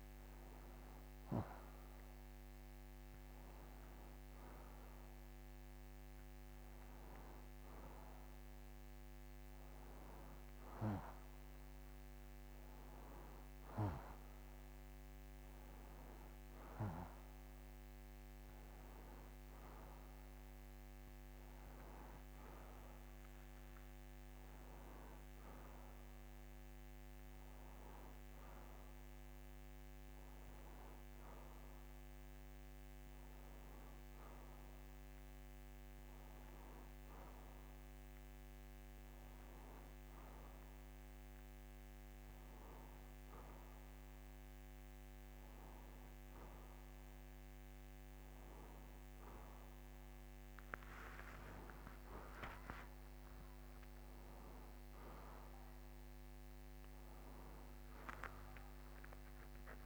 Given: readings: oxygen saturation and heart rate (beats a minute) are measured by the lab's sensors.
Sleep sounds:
breathing in sleep, hard to hear, by a microphone on the trachea; none
2.50-22.50 s: oxygen desaturation (device-marked, oxygen 95% before, 91% lowest, heart rate 90 before, 81 extreme)
26.50-56.50 s: new sleep stage, N1 (lightest sleep)
56.50-59.86 s: new sleep stage, awake
From the record:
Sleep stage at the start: N2 (light sleep); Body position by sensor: on the right side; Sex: male

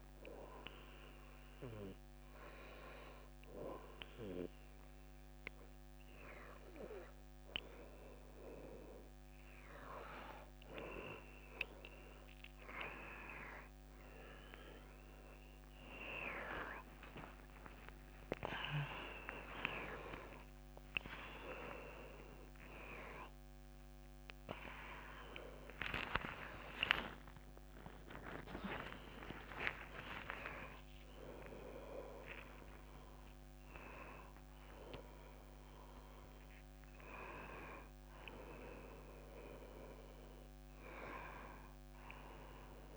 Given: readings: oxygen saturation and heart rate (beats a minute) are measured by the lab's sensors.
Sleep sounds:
breathing in sleep by a microphone on the trachea; 1
3.00-13.50 s: hypopnea (oxygen 96% before, 89% lowest)
16.00-20.00 s: arousal
23.00-42.97 s: new sleep stage, N1 (lightest sleep)
39.50-42.50 s: arousal
From the record:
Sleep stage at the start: N2 (light sleep); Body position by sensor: on the left side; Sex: female

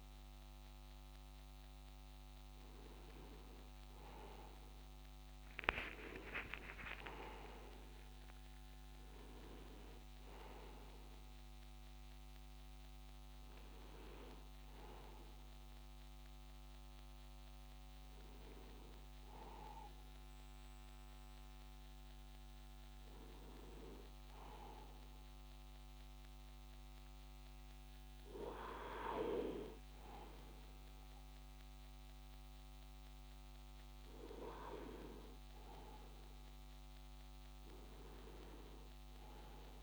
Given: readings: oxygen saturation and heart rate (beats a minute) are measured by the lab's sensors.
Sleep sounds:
a person partly awake in a sleep study, by a microphone on the trachea; none
4.50-34.50 s: new sleep stage, N1 (lightest sleep)
34.50-39.82 s: new sleep stage, N2 (light sleep)
From the record:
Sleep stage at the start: awake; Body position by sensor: on the right side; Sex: male

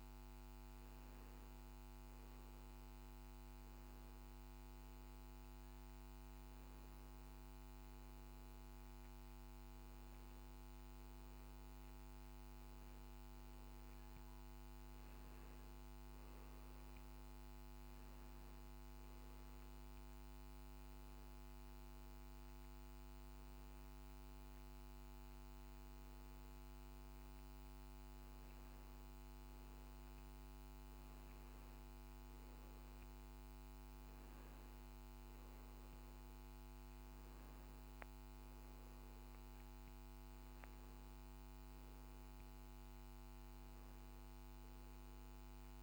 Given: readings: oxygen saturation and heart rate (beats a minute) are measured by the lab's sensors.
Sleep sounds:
breathing in sleep, hard to hear, by a microphone on the trachea; none
none scored
From the record:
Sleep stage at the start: N2 (light sleep); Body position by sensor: on the back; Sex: male

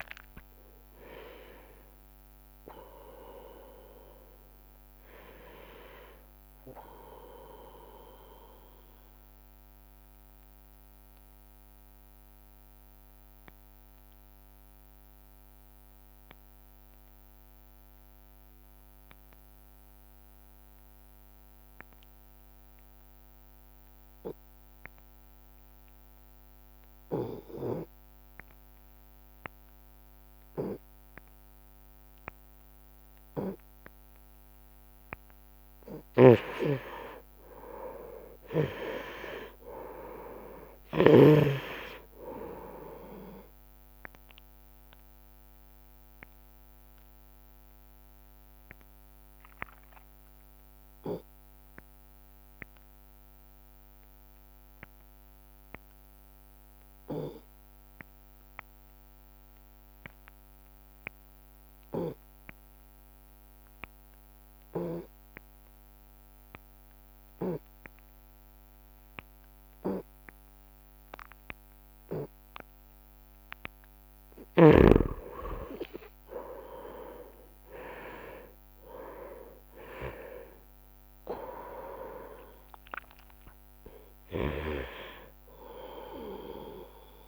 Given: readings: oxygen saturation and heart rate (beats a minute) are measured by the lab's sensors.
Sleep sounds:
breathing in sleep by a microphone on the trachea; 2
0.00-7.00 s: oxygen desaturation (device-marked, oxygen 94% lowest)
10.00-34.50 s: obstructive apnea (oxygen 98% before, 87% lowest)
17.00-27.00 s: oxygen desaturation (device-marked, oxygen 95% before, 91% lowest)
36.50-40.00 s: arousal
39.00-63.00 s: oxygen desaturation (device-marked, oxygen 99% before, 87% lowest)
47.00-74.00 s: obstructive apnea (oxygen 99% before, 87% lowest)
75.00-79.50 s: arousal
From the record:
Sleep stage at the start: N2 (light sleep); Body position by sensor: on the right side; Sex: male

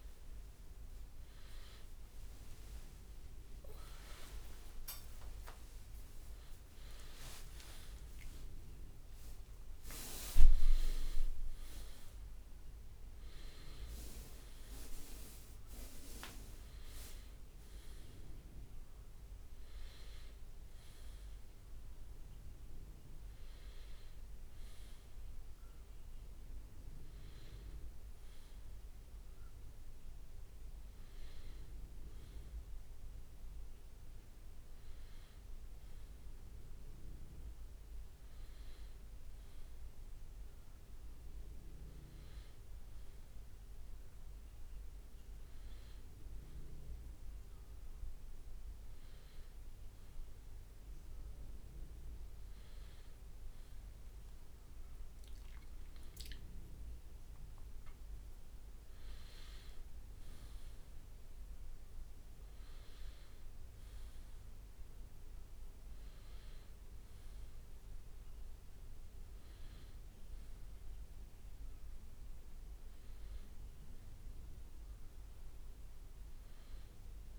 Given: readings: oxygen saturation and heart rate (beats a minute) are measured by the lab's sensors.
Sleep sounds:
a person awake in a sleep study, by a room microphone; none
13.50-18.00 s: leg movement (device-marked)
50.00-77.39 s: new sleep stage, N1 (lightest sleep)
From the record:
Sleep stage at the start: awake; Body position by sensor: on the back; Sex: male

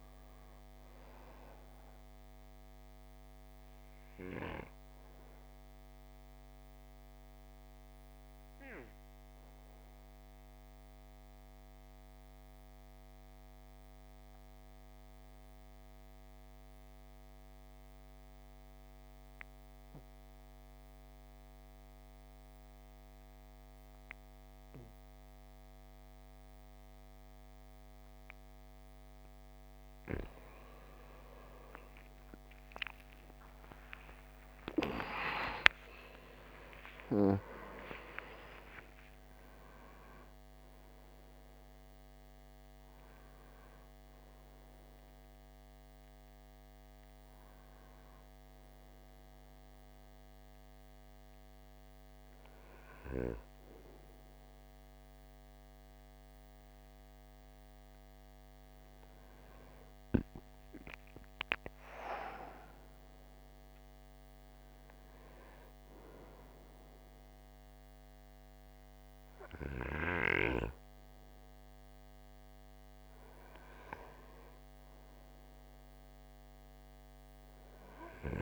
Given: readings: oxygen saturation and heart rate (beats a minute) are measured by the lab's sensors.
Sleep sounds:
breathing in sleep by a microphone on the trachea; 1
0.00-18.50 s: oxygen desaturation (device-marked, oxygen 84% lowest, heart rate 49 extreme)
3.00-30.00 s: obstructive apnea (oxygen 98% before, 84% lowest, heart rate 57 before, 49 extreme, up 43 after)
32.00-37.50 s: arousal
33.50-37.50 s: oxygen desaturation (device-marked, oxygen 97% before, 93% lowest, heart rate 53 before, 93 extreme)
44.50-58.50 s: oxygen desaturation (device-marked, oxygen 94% before, 84% lowest)
74.50-78.42 s: oxygen desaturation (device-marked, oxygen 97% before, 91% lowest)
From the record:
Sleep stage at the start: N2 (light sleep); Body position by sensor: on the back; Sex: male

